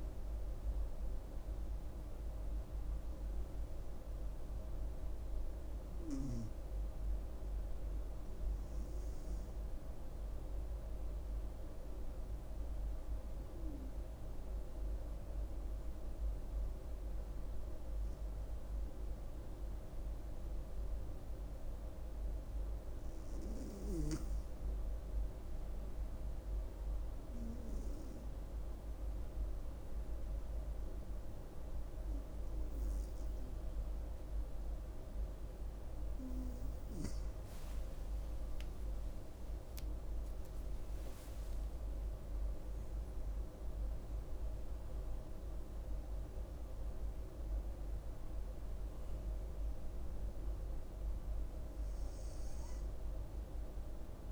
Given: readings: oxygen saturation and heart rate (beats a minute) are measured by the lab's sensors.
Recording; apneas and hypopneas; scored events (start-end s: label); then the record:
breathing in sleep, hard to hear, by a room microphone; 1
26.00-37.00 s: hypopnea (oxygen 97% before, 94% lowest, heart rate 65 before, 65 extreme, up 19 after)
37.50-41.50 s: arousal
From the record:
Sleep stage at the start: N2 (light sleep); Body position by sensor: on the front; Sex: female